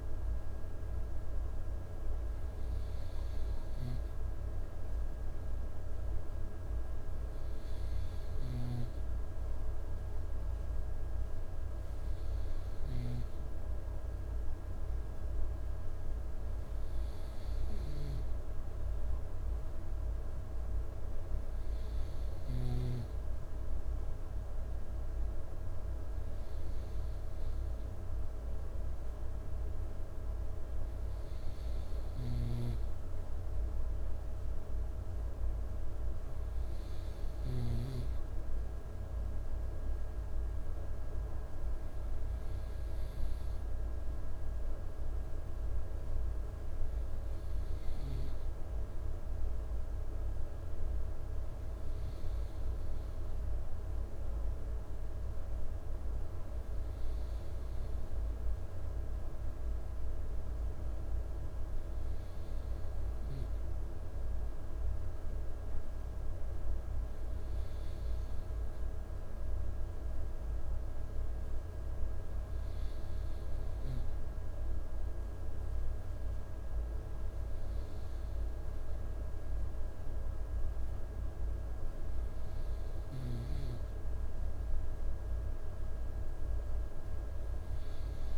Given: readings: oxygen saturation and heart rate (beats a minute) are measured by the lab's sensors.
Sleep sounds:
breathing in sleep, hard to hear, by a room microphone; none
none scored
From the record:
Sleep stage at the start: N2 (light sleep); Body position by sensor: on the right side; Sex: male

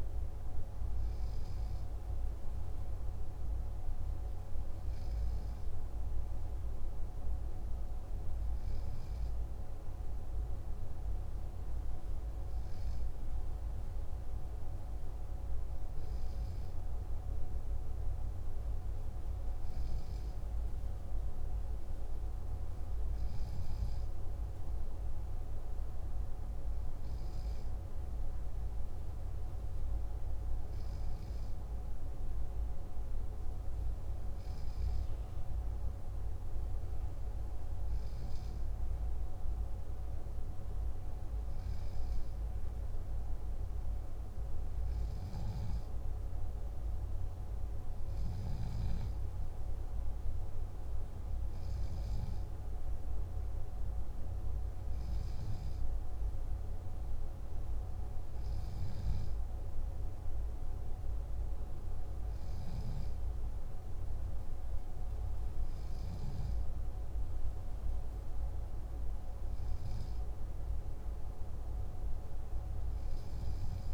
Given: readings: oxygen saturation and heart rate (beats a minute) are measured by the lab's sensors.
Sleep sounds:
breathing in sleep, hard to hear, by a room microphone; none
none scored
From the record:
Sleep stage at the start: N3 (deep sleep); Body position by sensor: on the left side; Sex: male

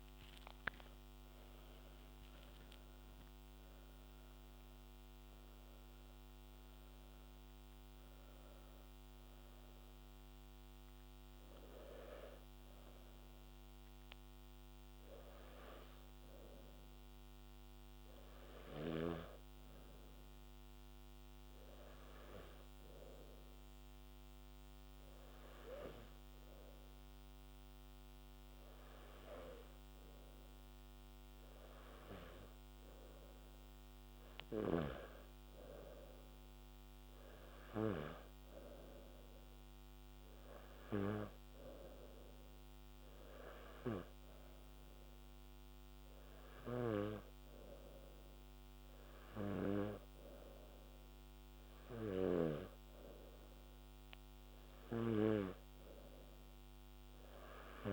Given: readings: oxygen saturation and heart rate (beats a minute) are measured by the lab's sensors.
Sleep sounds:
breathing in sleep by a microphone on the trachea; 1
0.00-1.00 s: arousal
0.00-28.50 s: oxygen desaturation (device-marked, oxygen 93% lowest, heart rate 57 extreme)
17.50-33.00 s: hypopnea (oxygen 96% before, 94% lowest, heart rate 84 before, 57 extreme, up 10 after)
35.50-39.00 s: arousal
From the record:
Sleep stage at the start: N2 (light sleep); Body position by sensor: on the back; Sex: male

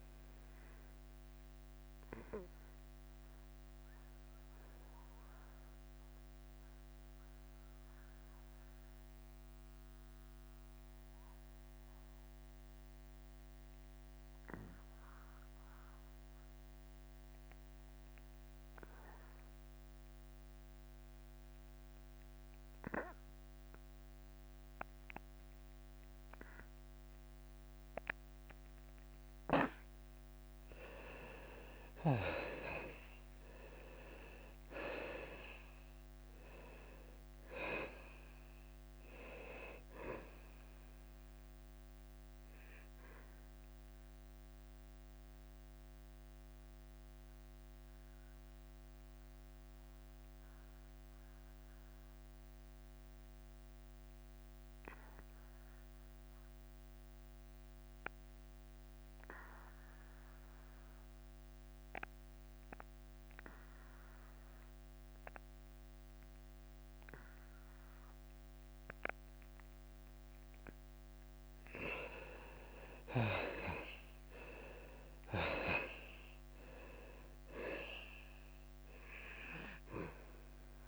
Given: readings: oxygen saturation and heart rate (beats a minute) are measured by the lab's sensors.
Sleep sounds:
breathing in sleep by a microphone on the trachea; 2
0.00-7.00 s: drop in pulse transit time (device-marked, heart rate 92 extreme)
0.00-23.00 s: oxygen desaturation (device-marked, oxygen 80% lowest, heart rate 89 extreme)
3.50-32.00 s: mixed apnea (oxygen 98% before, 78% lowest, heart rate 92 before, 89 extreme, up 4 after)
33.00-59.00 s: oxygen desaturation (device-marked, oxygen 97% before, 78% lowest, heart rate 92 before, 91 extreme)
34.00-37.50 s: arousal
34.00-46.00 s: drop in pulse transit time (device-marked, heart rate 92 before, 91 extreme)
44.50-72.00 s: mixed apnea (oxygen 97% before, 78% lowest, heart rate 93 before, 91 extreme, up 5 after)
64.00-80.88 s: oxygen desaturation (device-marked, oxygen 98% before, 78% lowest, heart rate 95 before, 91 extreme)
73.00-80.88 s: drop in pulse transit time (device-marked, heart rate 94 before, 93 extreme)
74.50-78.00 s: arousal
From the record:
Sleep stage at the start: N2 (light sleep); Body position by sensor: on the back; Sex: male

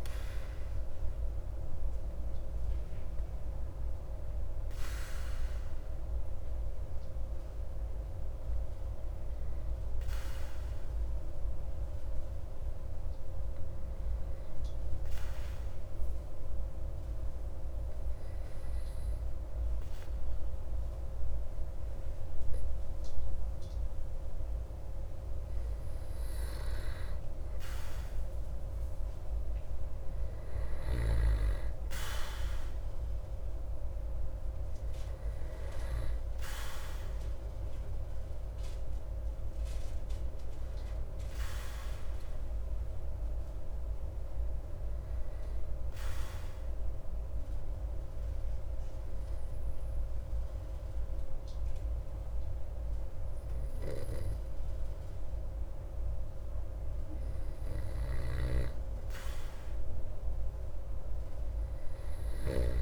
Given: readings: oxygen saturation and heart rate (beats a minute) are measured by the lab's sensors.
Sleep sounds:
breathing in sleep, hard to hear, by a room microphone; 2
7.00-24.50 s: hypopnea (oxygen 95% before, 93% lowest)
27.50-31.50 s: arousal
47.00-57.00 s: obstructive apnea (oxygen 97% before, 93% lowest)
60.50-62.82 s: arousal
From the record:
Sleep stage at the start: N2 (light sleep); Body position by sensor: on the back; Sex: male

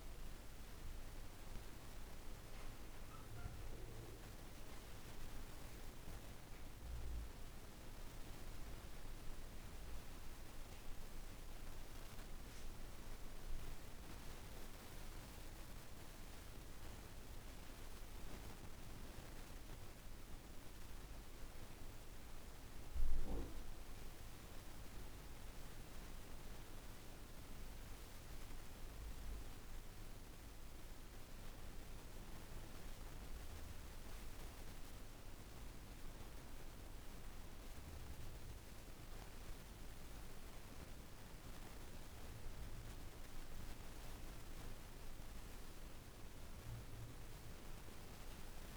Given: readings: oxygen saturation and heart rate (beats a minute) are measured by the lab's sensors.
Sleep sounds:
breathing in sleep, hard to hear, by a room microphone; none
none scored
From the record:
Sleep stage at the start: N1 (lightest sleep); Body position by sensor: on the back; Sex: female

